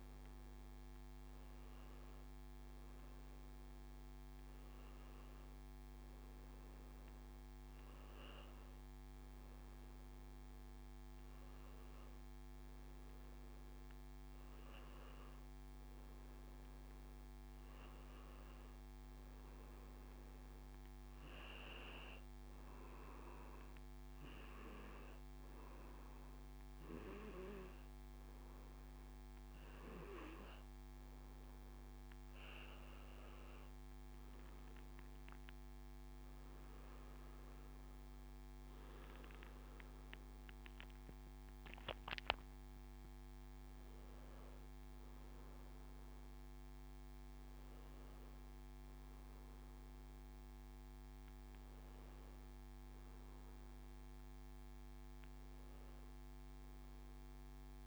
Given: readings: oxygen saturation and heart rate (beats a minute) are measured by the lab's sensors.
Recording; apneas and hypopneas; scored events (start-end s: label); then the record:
breathing in sleep by a microphone on the trachea; 1
21.50-33.50 s: hypopnea (oxygen 94% before, 92% lowest, heart rate 88 before, 84 extreme, up 7 after)
33.50-37.00 s: arousal
36.50-57.87 s: oxygen desaturation (device-marked, oxygen 95% before, 92% lowest, heart rate 86 before, 84 extreme)
From the record:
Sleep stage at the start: N2 (light sleep); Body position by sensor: on the back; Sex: male